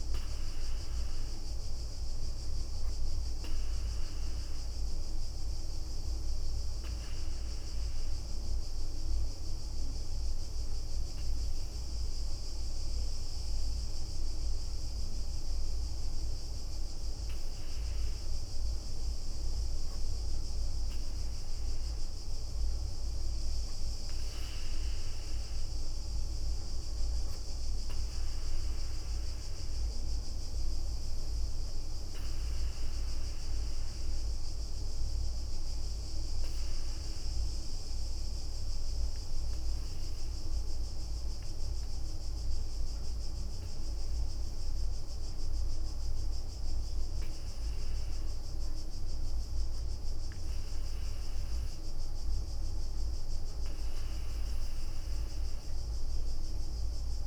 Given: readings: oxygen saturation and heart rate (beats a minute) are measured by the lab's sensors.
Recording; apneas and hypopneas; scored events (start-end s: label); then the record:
breathing in sleep, hard to hear, by a room microphone; 2
0.00-5.50 s: leg movement (device-marked)
2.00-12.00 s: hypopnea (oxygen 97% before, 95% lowest, heart rate 68 before, 66 extreme, up 1 after)
8.00-14.50 s: leg movement (device-marked)
12.50-16.50 s: arousal
23.50-27.50 s: leg movement (device-marked)
31.00-33.50 s: leg movement (device-marked)
33.50-44.50 s: obstructive apnea (oxygen 97% before, 95% lowest, heart rate 69 before, 65 extreme, up 4 after)
36.50-44.50 s: leg movement (device-marked)
48.50-52.50 s: arousal
49.00-55.00 s: leg movement (device-marked)
From the record:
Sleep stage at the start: REM sleep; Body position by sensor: on the right side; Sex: female